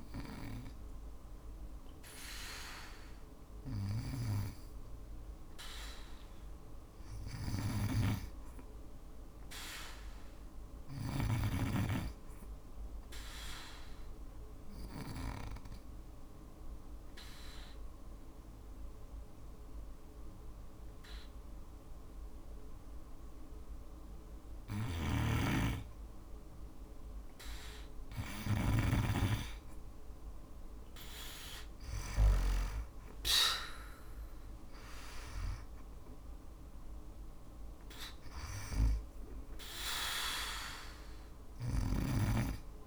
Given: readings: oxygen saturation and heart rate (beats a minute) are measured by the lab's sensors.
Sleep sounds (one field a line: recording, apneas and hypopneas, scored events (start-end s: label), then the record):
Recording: breathing in sleep by a room microphone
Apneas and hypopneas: 1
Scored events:
3.00-10.50 s: snoring (device-marked)
12.50-24.50 s: obstructive apnea (oxygen 97% before, 91% lowest, heart rate 58 before, 57 extreme, up 2 after)
24.00-28.00 s: snoring (device-marked)
27.00-29.50 s: arousal
31.00-42.87 s: oxygen desaturation (device-marked, oxygen 96% before, 91% lowest, heart rate 59 before, 57 extreme)
34.50-37.50 s: arousal
40.50-42.87 s: snoring (device-marked)
From the record:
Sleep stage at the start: N2 (light sleep)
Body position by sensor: on the back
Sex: female